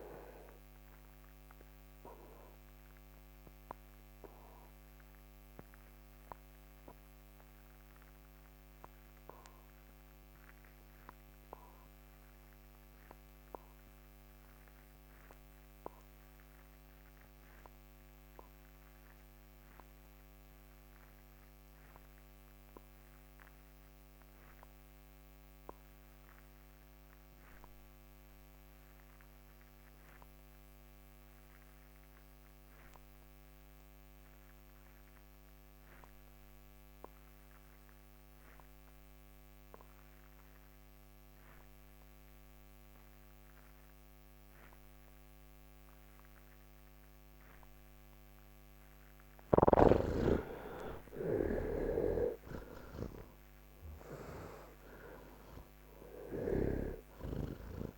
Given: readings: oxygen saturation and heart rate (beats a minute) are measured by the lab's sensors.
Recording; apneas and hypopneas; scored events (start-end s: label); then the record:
breathing in sleep by a microphone on the trachea; 1
0.00-13.50 s: oxygen desaturation (device-marked, oxygen 71% lowest, heart rate 70 extreme)
0.50-48.00 s: obstructive apnea (oxygen 98% before, 66% lowest, heart rate 140 before, 57 extreme, up 48 after)
22.50-57.97 s: oxygen desaturation (device-marked, oxygen 98% before, 66% lowest, heart rate 137 before, 57 extreme)
From the record:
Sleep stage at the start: N3 (deep sleep); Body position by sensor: on the back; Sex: male